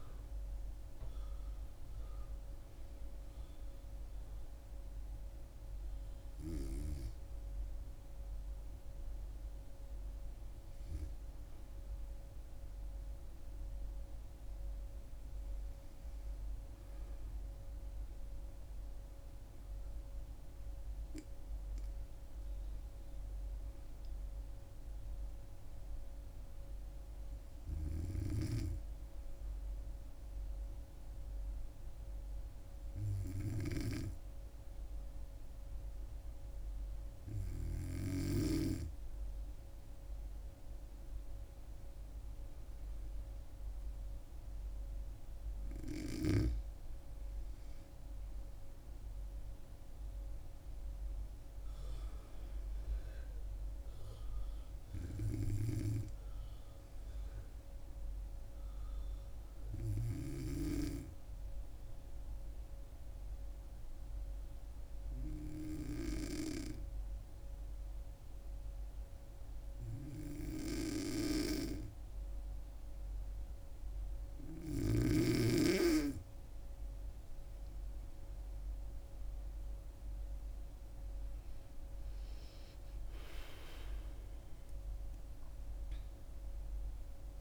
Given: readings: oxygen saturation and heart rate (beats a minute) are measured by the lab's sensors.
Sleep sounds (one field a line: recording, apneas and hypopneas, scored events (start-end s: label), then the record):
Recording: breathing in sleep by a room microphone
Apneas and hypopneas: 2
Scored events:
22.00-24.50 s: arousal
26.00-39.50 s: hypopnea (oxygen 99% before, 93% lowest, heart rate 69 before, 65 extreme, up 2 after)
45.00-49.00 s: arousal
58.00-76.00 s: hypopnea (oxygen 98% before, 93% lowest, heart rate 67 before, 66 extreme, up 7 after)
77.00-80.00 s: arousal
79.00-87.41 s: oxygen desaturation (device-marked, oxygen 98% before, 93% lowest, heart rate 67 before, 66 extreme)
From the record:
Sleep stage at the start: N2 (light sleep)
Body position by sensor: on the back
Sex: female